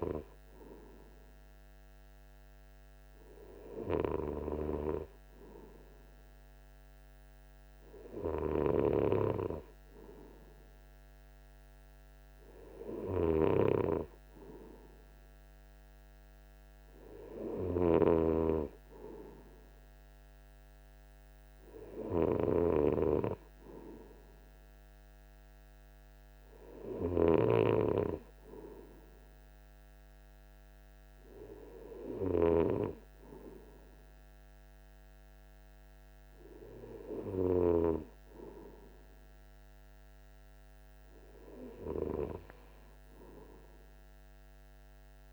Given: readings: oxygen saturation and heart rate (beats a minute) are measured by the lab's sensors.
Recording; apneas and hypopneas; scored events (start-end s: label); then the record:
breathing in sleep by a microphone on the trachea; none
none scored
From the record:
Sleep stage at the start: N2 (light sleep); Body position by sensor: on the right side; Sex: male